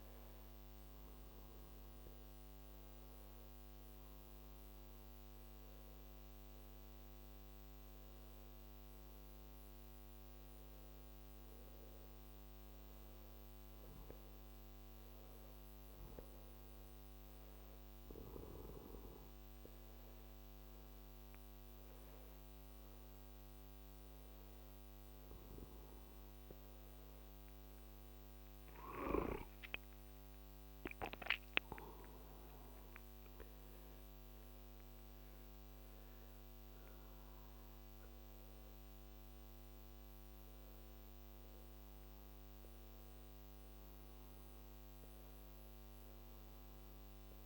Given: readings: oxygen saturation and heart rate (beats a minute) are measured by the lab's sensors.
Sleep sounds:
breathing in sleep by a microphone on the trachea; 1
0.00-22.00 s: oxygen desaturation (device-marked, oxygen 90% lowest, heart rate 57 extreme)
4.00-19.00 s: obstructive apnea (oxygen 93% before, 90% lowest, heart rate 58 before, 57 extreme, up 1 after)
26.50-31.50 s: arousal
From the record:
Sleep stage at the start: N1 (lightest sleep); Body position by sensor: on the back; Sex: male

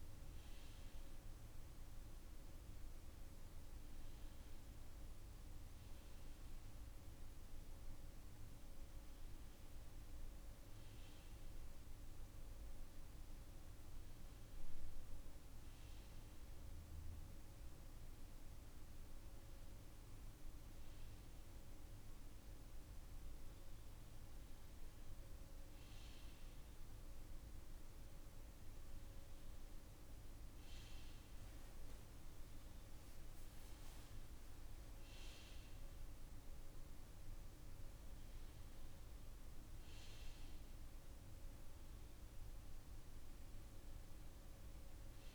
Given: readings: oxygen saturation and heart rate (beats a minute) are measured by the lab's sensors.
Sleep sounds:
a person awake in a sleep study, hard to hear, by a room microphone; none
none scored
From the record:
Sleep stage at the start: awake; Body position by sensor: on the right side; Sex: male

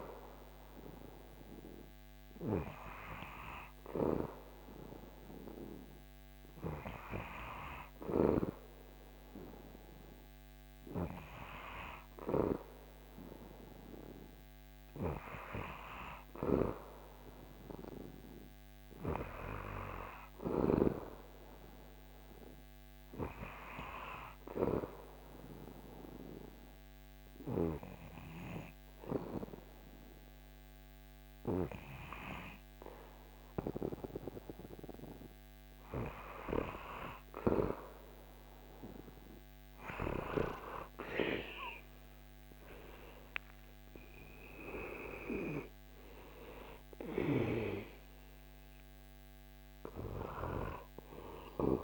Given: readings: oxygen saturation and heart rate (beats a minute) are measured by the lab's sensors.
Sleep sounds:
breathing in sleep by a microphone on the trachea; 1
18.00-22.00 s: arousal
25.00-35.50 s: hypopnea (oxygen 96% before, 95% lowest, heart rate 78 before, 75 extreme, up 6 after)
39.50-43.50 s: arousal
From the record:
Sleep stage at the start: N2 (light sleep); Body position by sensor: on the back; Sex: male

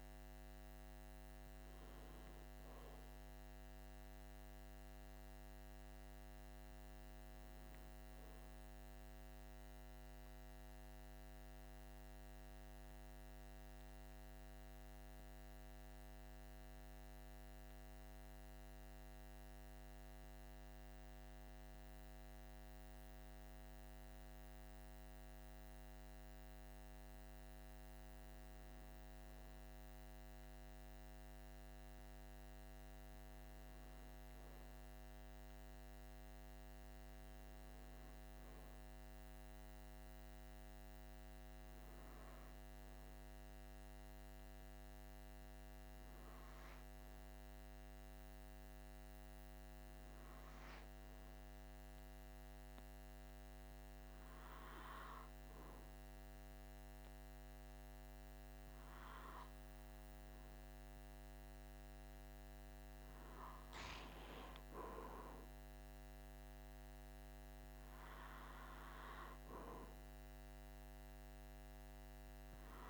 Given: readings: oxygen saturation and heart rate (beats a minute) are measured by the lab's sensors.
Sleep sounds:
breathing in sleep, hard to hear, by a microphone on the trachea; 1
9.50-23.00 s: hypopnea (oxygen 96% before, 93% lowest, heart rate 54 before, 47 extreme, up 0 after)
26.00-30.50 s: arousal
From the record:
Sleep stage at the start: N2 (light sleep); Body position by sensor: on the back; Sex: male

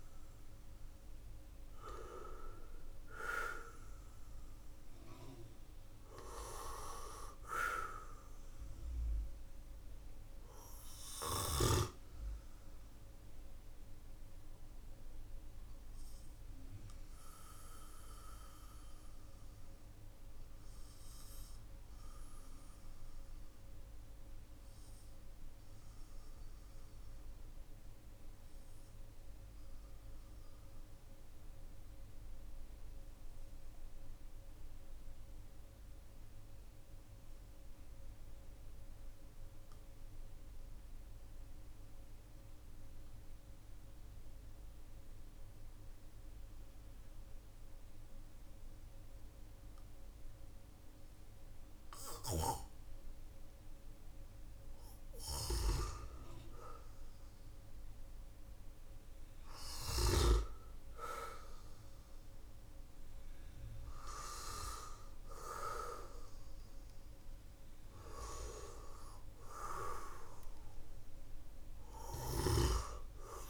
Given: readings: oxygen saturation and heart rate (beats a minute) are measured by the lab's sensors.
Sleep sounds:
breathing in sleep by a room microphone; 1
7.00-35.00 s: oxygen desaturation (device-marked, oxygen 97% before, 93% lowest, heart rate 55 before, 44 extreme)
11.00-52.00 s: obstructive apnea (oxygen 99% before, 93% lowest, heart rate 53 before, 45 extreme, up 7 after)
52.00-73.50 s: oxygen desaturation (device-marked, oxygen 99% before, 95% lowest, heart rate 54 before, 47 extreme)
54.00-58.50 s: arousal
71.50-73.50 s: snoring (device-marked)
From the record:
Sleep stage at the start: N2 (light sleep); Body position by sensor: on the back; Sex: male

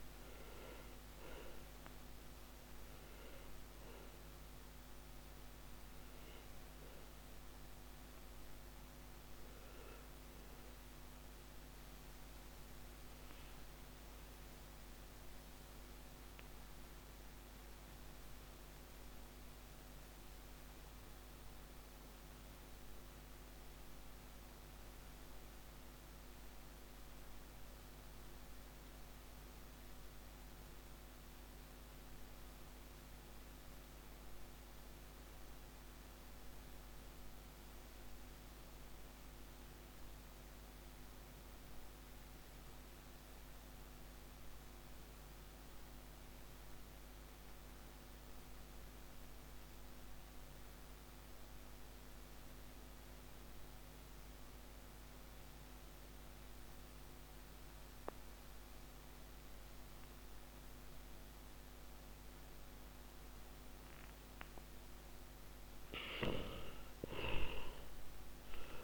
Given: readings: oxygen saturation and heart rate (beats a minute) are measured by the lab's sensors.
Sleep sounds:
breathing in sleep, hard to hear, by a microphone on the trachea; 1
0.00-28.00 s: oxygen desaturation (device-marked, oxygen 85% lowest, heart rate 56 extreme)
7.50-64.00 s: mixed apnea (oxygen 97% before, 84% lowest, heart rate 141 before, 50 extreme, up 35 after)
64.00-68.84 s: oxygen desaturation (device-marked, oxygen 97% before, 84% lowest, heart rate 116 before, 38 extreme)
66.00-68.84 s: arousal
From the record:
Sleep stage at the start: N2 (light sleep); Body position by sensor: on the back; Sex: male

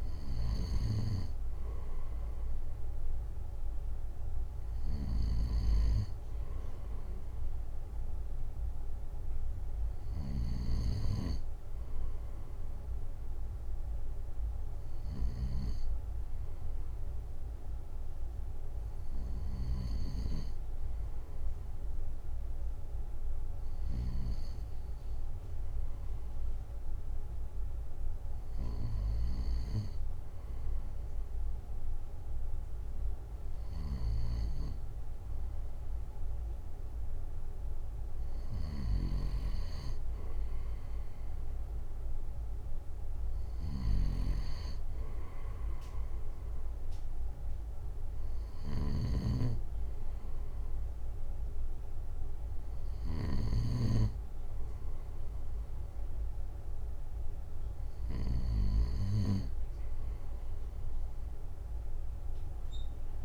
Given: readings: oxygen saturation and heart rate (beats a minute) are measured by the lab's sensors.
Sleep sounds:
breathing in sleep by a room microphone; none
none scored
From the record:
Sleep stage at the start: N2 (light sleep); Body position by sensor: on the right side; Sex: male

